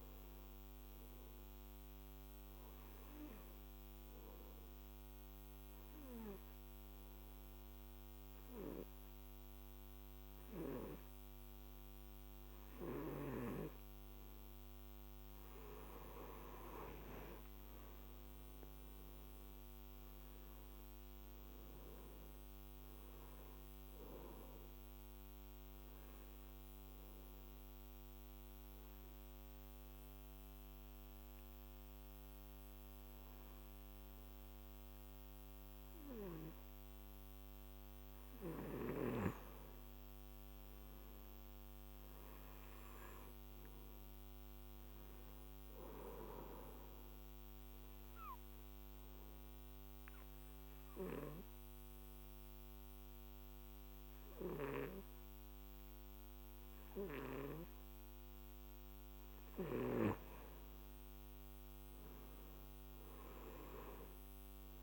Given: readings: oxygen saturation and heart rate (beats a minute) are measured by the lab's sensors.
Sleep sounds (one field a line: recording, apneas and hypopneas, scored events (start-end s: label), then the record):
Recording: breathing in sleep by a microphone on the trachea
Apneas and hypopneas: 3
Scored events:
0.00-9.00 s: oxygen desaturation (device-marked, oxygen 92% lowest, heart rate 48 extreme)
4.00-15.50 s: obstructive apnea (oxygen 97% before, 92% lowest, heart rate 60 before, 48 extreme, up 8 after)
18.50-22.00 s: arousal
22.00-44.00 s: oxygen desaturation (device-marked, oxygen 97% before, 92% lowest, heart rate 58 before, 48 extreme)
26.50-38.50 s: hypopnea (oxygen 97% before, 91% lowest, heart rate 58 before, 50 extreme, up 14 after)
41.00-45.00 s: arousal
48.00-59.00 s: obstructive apnea (oxygen 98% before, 91% lowest, heart rate 56 before, 49 extreme, up 10 after)
61.00-64.50 s: arousal
From the record:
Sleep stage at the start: N2 (light sleep)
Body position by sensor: on the back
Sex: male